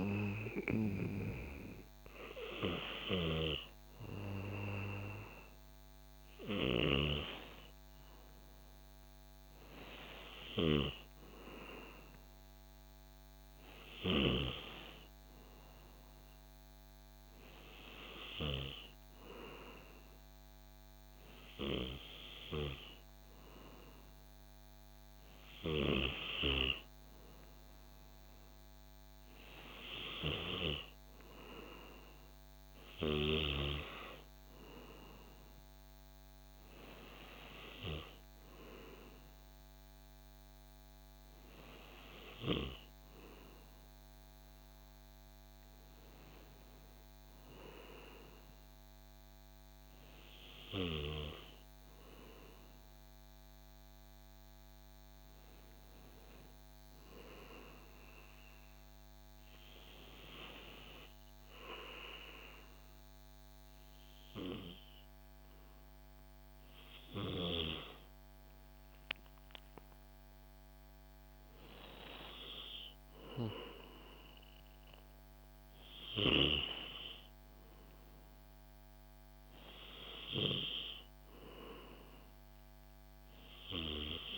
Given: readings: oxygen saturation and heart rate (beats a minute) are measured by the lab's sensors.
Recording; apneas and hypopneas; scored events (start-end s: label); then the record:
a person partly awake in a sleep study, by a microphone on the trachea; none
10.00-84.37 s: new sleep stage, N2 (light sleep)
From the record:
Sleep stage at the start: awake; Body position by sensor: on the back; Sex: male